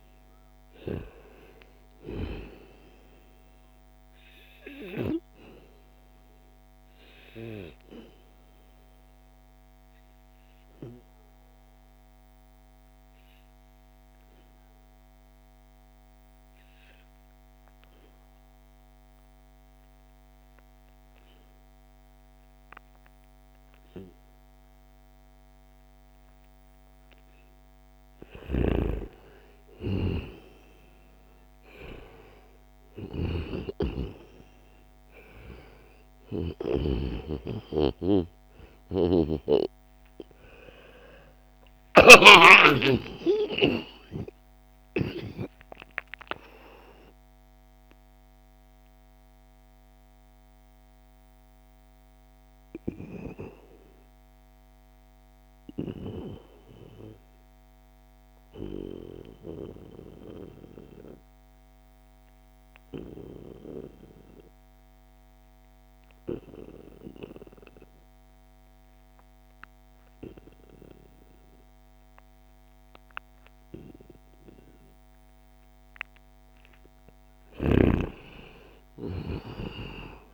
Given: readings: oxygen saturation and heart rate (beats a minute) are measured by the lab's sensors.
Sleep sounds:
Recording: breathing in sleep by a microphone on the trachea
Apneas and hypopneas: 2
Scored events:
1.50-16.50 s: oxygen desaturation (device-marked, oxygen 96% before, 92% lowest, heart rate 71 before, 67 extreme)
5.50-27.00 s: obstructive apnea (oxygen 96% before, 89% lowest, heart rate 70 before, 67 extreme, up 7 after)
27.50-36.00 s: snoring (device-marked)
30.50-53.50 s: oxygen desaturation (device-marked, oxygen 95% before, 91% lowest, heart rate 71 before, 66 extreme)
38.00-42.00 s: snoring (device-marked)
39.50-44.50 s: arousal
46.00-74.50 s: obstructive apnea (oxygen 96% before, 88% lowest, heart rate 75 before, 66 extreme, up 3 after)
72.50-80.34 s: oxygen desaturation (device-marked, oxygen 97% before, 88% lowest, heart rate 73 before, 68 extreme)
79.50-80.34 s: new sleep stage, awake
From the record:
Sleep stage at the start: N2 (light sleep)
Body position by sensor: on the back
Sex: male

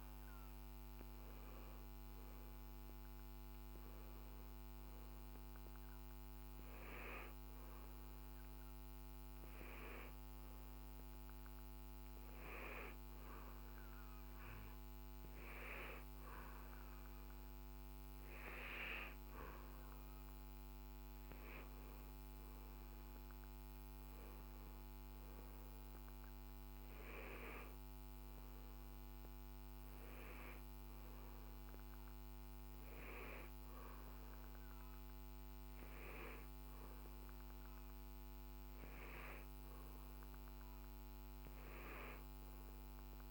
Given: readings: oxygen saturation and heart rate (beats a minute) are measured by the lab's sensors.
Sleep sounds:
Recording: breathing in sleep by a microphone on the trachea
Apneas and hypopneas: none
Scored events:
none scored
From the record:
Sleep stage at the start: N2 (light sleep)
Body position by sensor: on the back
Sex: male

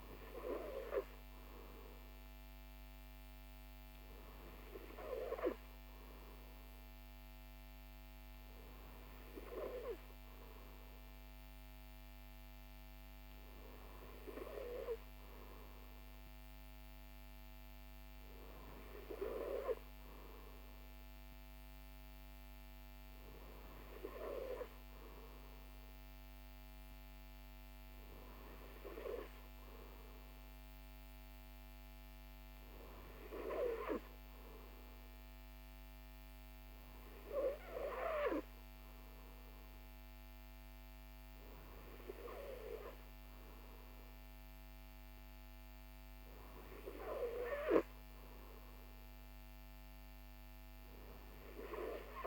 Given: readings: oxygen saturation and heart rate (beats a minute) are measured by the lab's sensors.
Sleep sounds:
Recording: breathing in sleep by a microphone on the trachea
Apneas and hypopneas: none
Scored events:
none scored
From the record:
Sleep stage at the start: N3 (deep sleep)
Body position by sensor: on the right side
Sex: male

